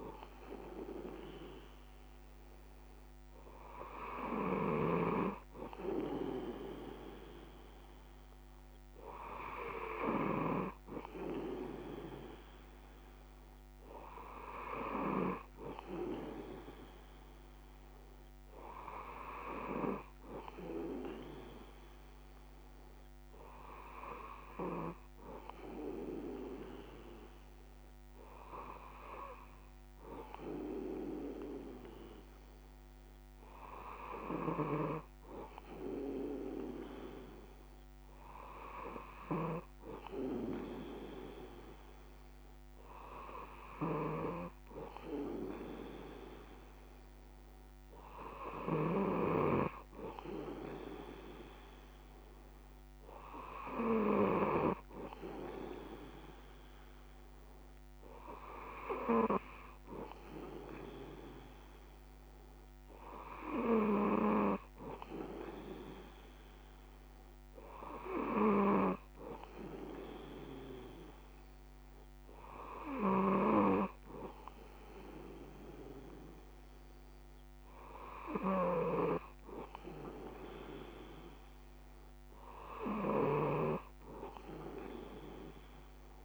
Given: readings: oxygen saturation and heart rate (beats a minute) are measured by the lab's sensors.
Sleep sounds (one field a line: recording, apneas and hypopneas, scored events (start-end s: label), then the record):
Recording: breathing in sleep by a microphone on the trachea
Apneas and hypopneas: none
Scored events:
none scored
From the record:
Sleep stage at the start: N2 (light sleep)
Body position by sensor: on the back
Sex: male